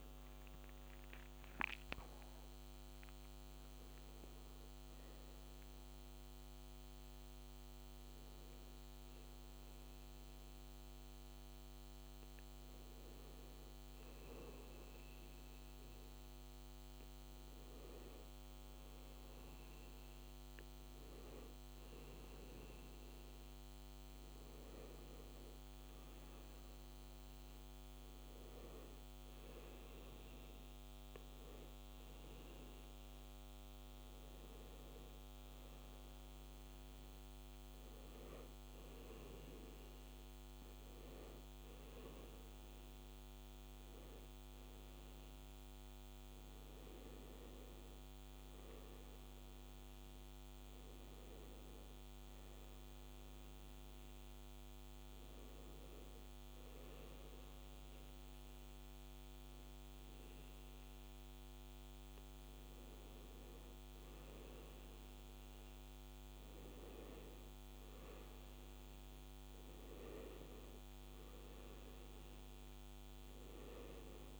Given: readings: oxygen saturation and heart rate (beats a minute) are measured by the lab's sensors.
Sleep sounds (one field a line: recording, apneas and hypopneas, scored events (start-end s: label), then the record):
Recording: breathing in sleep, hard to hear, by a microphone on the trachea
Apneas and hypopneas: 1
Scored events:
0.00-3.50 s: arousal
3.50-9.50 s: oxygen desaturation (device-marked, oxygen 97% before, 94% lowest, heart rate 84 before, 82 extreme)
53.50-63.50 s: hypopnea (oxygen 95% before, 92% lowest, heart rate 85 before, 85 extreme, up 1 after)
66.50-71.00 s: arousal
From the record:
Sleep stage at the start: N2 (light sleep)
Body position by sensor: on the back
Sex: male